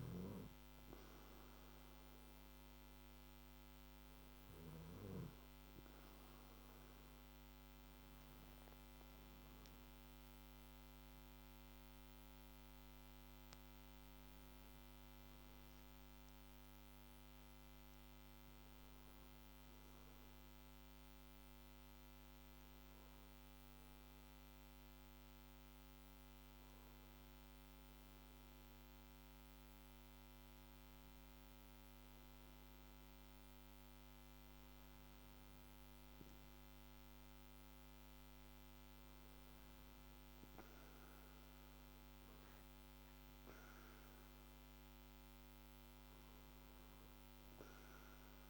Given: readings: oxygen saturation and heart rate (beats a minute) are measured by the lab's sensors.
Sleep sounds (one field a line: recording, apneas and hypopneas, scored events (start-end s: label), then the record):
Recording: breathing in sleep, hard to hear, by a microphone on the trachea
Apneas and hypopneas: none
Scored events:
0.00-2.00 s: arousal
From the record:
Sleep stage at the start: N2 (light sleep)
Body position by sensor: on the back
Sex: male